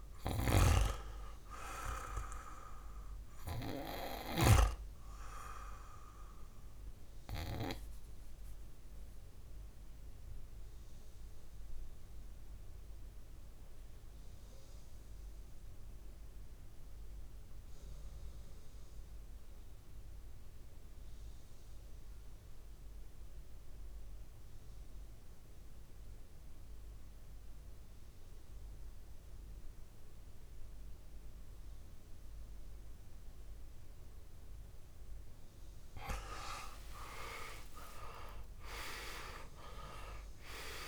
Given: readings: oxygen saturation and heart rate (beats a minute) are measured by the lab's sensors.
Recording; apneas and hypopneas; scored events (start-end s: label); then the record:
breathing in sleep by a room microphone; 1
0.00-19.00 s: oxygen desaturation (device-marked, oxygen 88% lowest, heart rate 54 extreme)
8.00-34.00 s: obstructive apnea (oxygen 99% before, 88% lowest, heart rate 65 before, 54 extreme, up 4 after)
31.00-40.88 s: oxygen desaturation (device-marked, oxygen 100% before, 90% lowest, heart rate 57 before, 56 extreme)
37.00-40.88 s: arousal
From the record:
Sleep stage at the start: N2 (light sleep); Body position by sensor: on the back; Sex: male